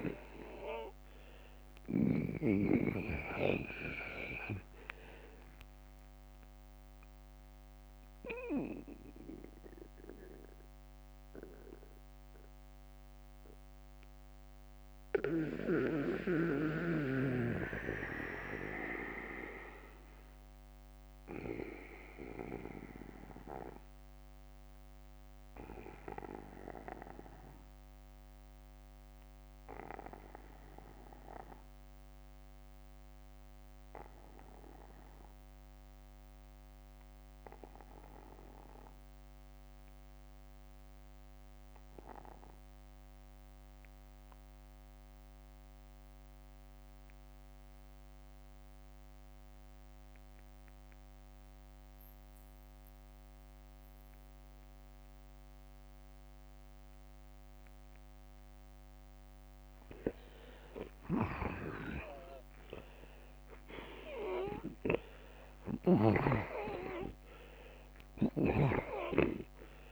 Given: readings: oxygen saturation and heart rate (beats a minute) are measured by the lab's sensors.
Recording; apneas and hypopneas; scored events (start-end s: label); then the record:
breathing in sleep by a microphone on the trachea; 1
0.00-2.00 s: long interval between heartbeats (device-marked, heart rate 57 before, 72 extreme)
0.00-38.50 s: oxygen desaturation (device-marked, oxygen 79% lowest, heart rate 46 extreme)
5.50-60.00 s: mixed apnea (oxygen 94% before, 79% lowest, heart rate 63 before, 46 extreme)
49.00-51.00 s: long interval between heartbeats (device-marked, heart rate 53 before, 59 extreme)
57.50-64.50 s: oxygen desaturation (device-marked, oxygen 96% before, 91% lowest, heart rate 52 before, 58 extreme)
61.50-69.50 s: tachycardia (device-marked, heart rate 57 before, 138 extreme)
62.50-66.50 s: arousal
64.00-66.00 s: long interval between heartbeats (device-marked, heart rate 54 before, 89 extreme)
67.50-69.92 s: snoring (device-marked)
68.00-69.92 s: long interval between heartbeats (device-marked, heart rate 67 before, 137 extreme)
From the record:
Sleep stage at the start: N2 (light sleep); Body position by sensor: on the back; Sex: male